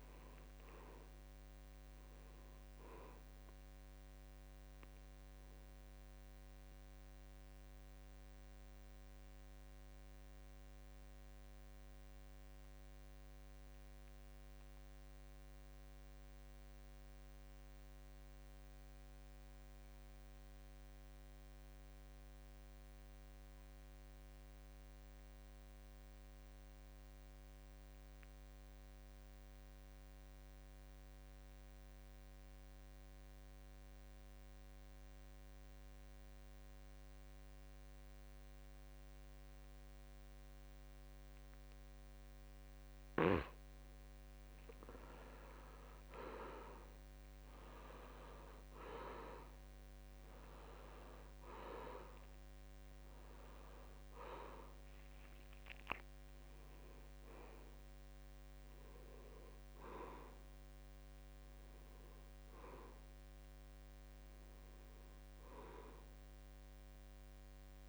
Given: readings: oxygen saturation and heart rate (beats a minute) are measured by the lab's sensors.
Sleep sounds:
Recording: breathing in sleep by a microphone on the trachea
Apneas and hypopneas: 1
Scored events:
0.00-8.00 s: oxygen desaturation (device-marked, oxygen 80% lowest, heart rate 68 extreme)
6.00-43.00 s: obstructive apnea (oxygen 89% before, 79% lowest, heart rate 74 before, 68 extreme, up 12 after)
26.00-67.89 s: oxygen desaturation (device-marked, oxygen 96% before, 79% lowest, heart rate 70 before, 65 extreme)
47.00-51.00 s: arousal
50.50-52.50 s: long interval between heartbeats (device-marked, heart rate 72 before, 82 extreme)
From the record:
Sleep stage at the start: N2 (light sleep)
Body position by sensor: on the back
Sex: male

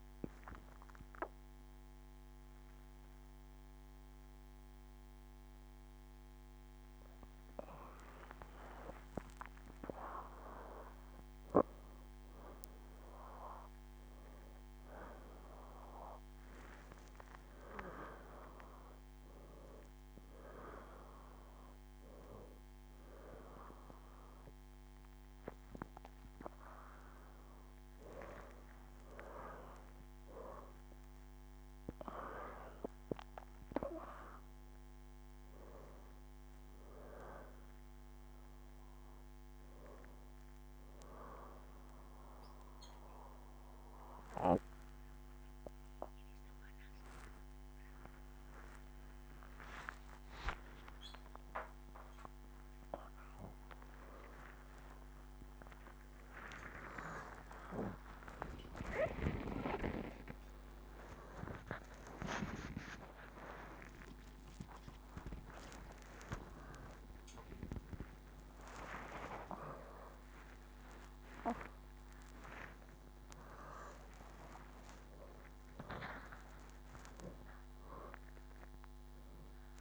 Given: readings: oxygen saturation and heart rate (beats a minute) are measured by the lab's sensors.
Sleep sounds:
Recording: a person awake in a sleep study, by a microphone on the trachea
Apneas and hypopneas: none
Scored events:
8.50-10.50 s: long interval between heartbeats (device-marked, heart rate 79 before, 86 extreme)
23.00-35.00 s: oxygen desaturation (device-marked, oxygen 96% before, 92% lowest, heart rate 81 before, 72 extreme)
47.50-49.50 s: long interval between heartbeats (device-marked, heart rate 79 before, 77 extreme)
51.50-53.50 s: long interval between heartbeats (device-marked, heart rate 80 before, 99 extreme)
58.00-60.00 s: long interval between heartbeats (device-marked, heart rate 86 before, 102 extreme)
64.00-66.00 s: long interval between heartbeats (device-marked, heart rate 95 before, 110 extreme)
66.00-68.00 s: long interval between heartbeats (device-marked, heart rate 99 before, 139 extreme)
68.00-70.00 s: long interval between heartbeats (device-marked, heart rate 106 before, 148 extreme)
73.00-79.81 s: oxygen desaturation (device-marked, oxygen 95% before, 92% lowest, heart rate 116 before, 85 extreme)
From the record:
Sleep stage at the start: awake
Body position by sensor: on the right side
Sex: female

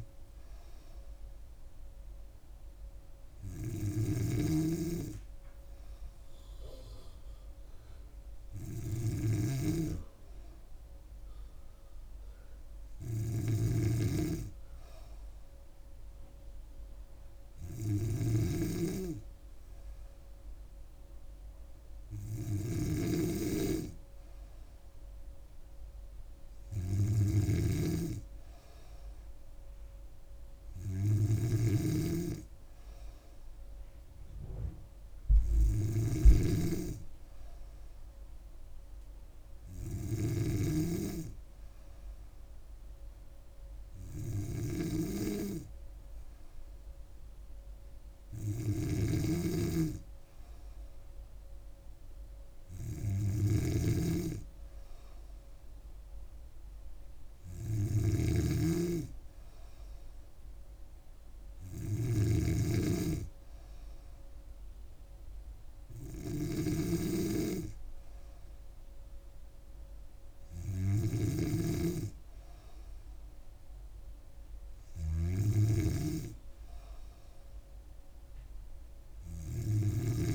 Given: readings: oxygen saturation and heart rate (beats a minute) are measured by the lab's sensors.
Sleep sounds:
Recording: breathing in sleep by a room microphone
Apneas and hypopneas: none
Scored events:
0.00-40.50 s: snoring (device-marked)
48.50-71.50 s: snoring (device-marked)
From the record:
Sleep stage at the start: N3 (deep sleep)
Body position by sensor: on the back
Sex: female

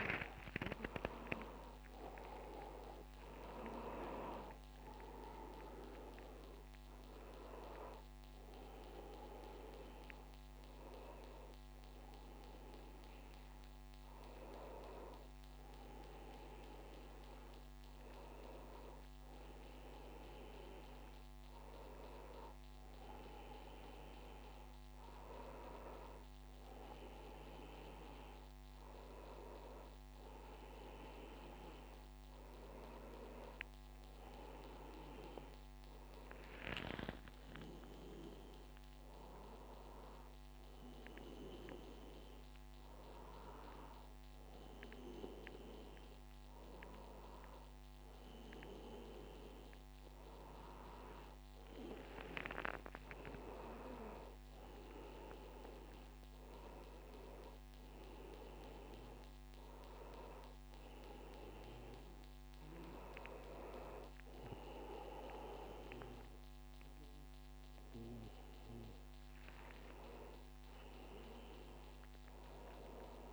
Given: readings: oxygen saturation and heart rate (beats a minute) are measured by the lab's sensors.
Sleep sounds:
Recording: a person partly awake in a sleep study, by a microphone on the trachea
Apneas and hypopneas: none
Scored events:
14.00-73.33 s: new sleep stage, N1 (lightest sleep)
38.50-42.50 s: arousal
From the record:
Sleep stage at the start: awake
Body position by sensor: on the back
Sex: male

